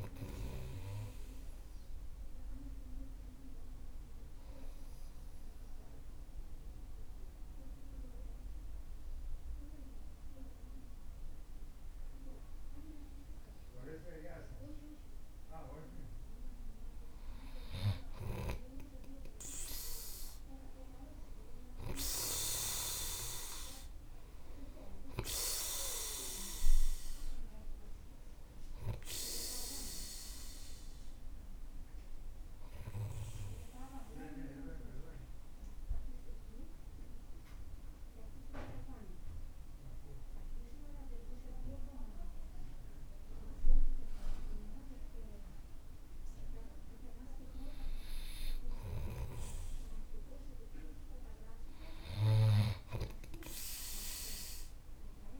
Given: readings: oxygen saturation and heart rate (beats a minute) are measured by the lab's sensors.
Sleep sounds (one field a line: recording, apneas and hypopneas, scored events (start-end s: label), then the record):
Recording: breathing in sleep by a room microphone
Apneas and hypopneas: 2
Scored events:
5.00-16.50 s: obstructive apnea (oxygen 97% before, 92% lowest, heart rate 52 before, 49 extreme, up 6 after)
13.00-20.00 s: oxygen desaturation (device-marked, oxygen 96% before, 93% lowest, heart rate 51 before, 50 extreme)
19.50-23.50 s: arousal
34.50-47.50 s: mixed apnea (oxygen 96% before, 92% lowest, heart rate 52 before, 50 extreme, up 2 after)
49.00-55.40 s: oxygen desaturation (device-marked, oxygen 96% before, 92% lowest, heart rate 51 before, 49 extreme)
49.50-52.50 s: arousal
From the record:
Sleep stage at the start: N2 (light sleep)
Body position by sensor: on the right side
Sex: male